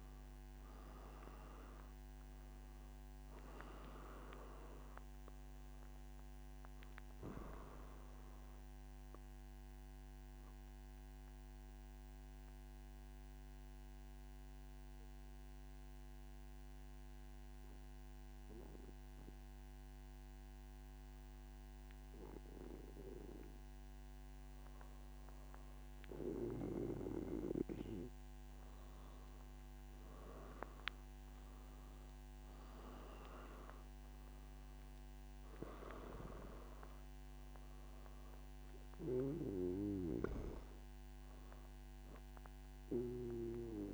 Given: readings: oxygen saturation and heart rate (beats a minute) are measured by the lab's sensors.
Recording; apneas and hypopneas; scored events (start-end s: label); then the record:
breathing in sleep by a microphone on the trachea; 1
10.50-25.50 s: obstructive apnea (oxygen 96% before, 94% lowest, heart rate 113 before, 104 extreme, up 24 after)
From the record:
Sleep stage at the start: N1 (lightest sleep); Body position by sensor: on the back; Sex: male